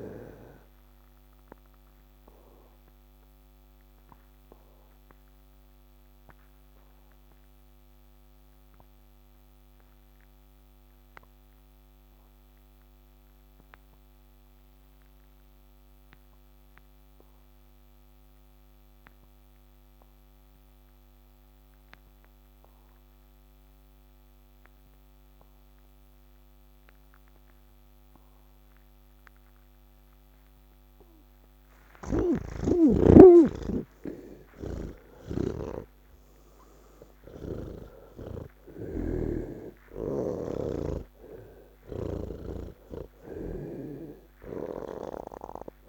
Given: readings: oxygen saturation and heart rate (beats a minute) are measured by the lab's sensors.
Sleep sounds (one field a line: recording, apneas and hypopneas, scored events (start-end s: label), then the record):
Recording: breathing in sleep by a microphone on the trachea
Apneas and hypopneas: 1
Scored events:
1.50-15.50 s: oxygen desaturation (device-marked, oxygen 89% before, 79% lowest, heart rate 96 before, 37 extreme)
4.50-31.00 s: obstructive apnea (oxygen 97% before, 79% lowest, heart rate 103 before, 37 extreme)
24.50-45.89 s: oxygen desaturation (device-marked, oxygen 98% before, 80% lowest, heart rate 74 before, 51 extreme)
32.00-35.50 s: snoring (device-marked)
From the record:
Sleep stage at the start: N1 (lightest sleep)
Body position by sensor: on the back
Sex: male